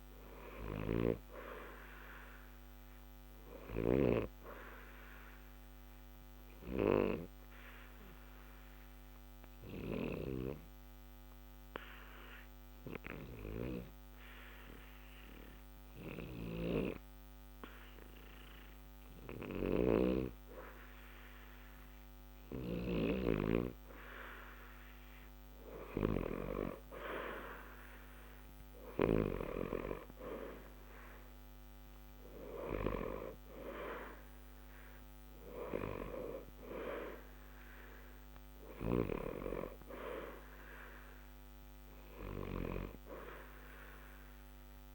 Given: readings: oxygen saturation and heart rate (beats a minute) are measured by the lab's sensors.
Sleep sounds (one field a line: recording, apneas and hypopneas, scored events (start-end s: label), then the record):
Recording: breathing in sleep by a microphone on the trachea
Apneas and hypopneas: 1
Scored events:
1.50-16.50 s: oxygen desaturation (device-marked, oxygen 91% before, 86% lowest, heart rate 60 before, 60 extreme)
5.50-22.00 s: obstructive apnea (oxygen 91% before, 86% lowest, heart rate 60 before, 60 extreme, up 0 after)
24.50-27.50 s: arousal
42.50-44.95 s: oxygen desaturation (device-marked, oxygen 92% before, 88% lowest, heart rate 61 before, 60 extreme)
From the record:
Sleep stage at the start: N2 (light sleep)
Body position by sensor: on the back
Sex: male